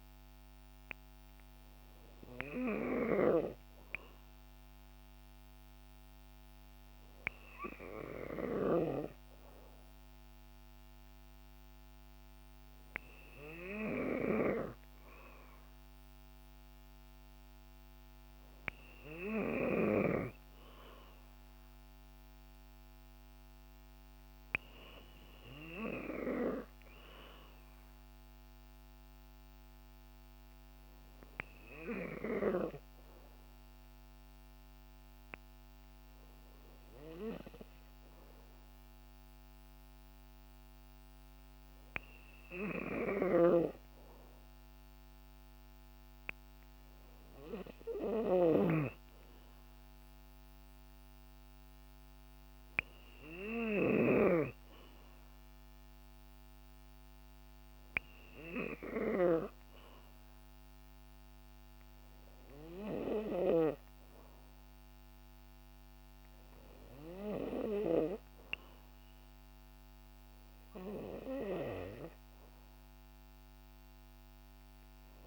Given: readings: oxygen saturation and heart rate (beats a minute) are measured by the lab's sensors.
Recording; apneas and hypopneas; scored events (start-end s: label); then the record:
breathing in sleep by a microphone on the trachea; none
0.00-3.00 s: oxygen desaturation (device-marked, oxygen 91% lowest, heart rate 57 extreme)
43.00-48.50 s: snoring (device-marked)
From the record:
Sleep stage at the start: N3 (deep sleep); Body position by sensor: on the back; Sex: female